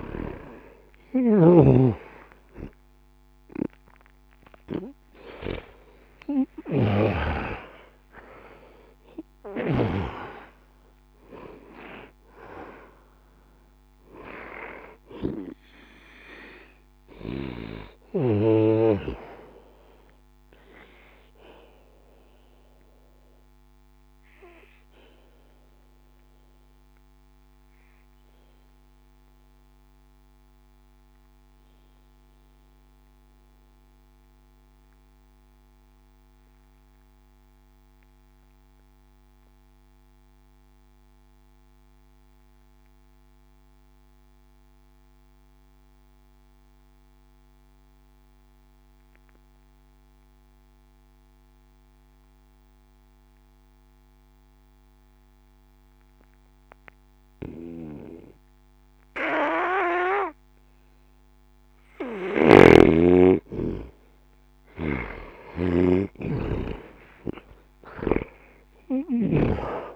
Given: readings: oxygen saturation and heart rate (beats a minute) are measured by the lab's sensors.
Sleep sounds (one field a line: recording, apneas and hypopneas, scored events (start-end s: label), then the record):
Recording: breathing in sleep by a microphone on the trachea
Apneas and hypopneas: 1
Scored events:
0.00-41.00 s: oxygen desaturation (device-marked, oxygen 78% lowest, heart rate 60 extreme)
23.50-60.00 s: obstructive apnea (oxygen 94% before, 77% lowest, heart rate 60 before, 60 extreme, up 20 after)
61.00-69.96 s: oxygen desaturation (device-marked, oxygen 98% before, 77% lowest, heart rate 60 before, 60 extreme)
62.00-69.96 s: snoring (device-marked)
63.50-66.50 s: arousal
From the record:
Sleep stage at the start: N2 (light sleep)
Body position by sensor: on the back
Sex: male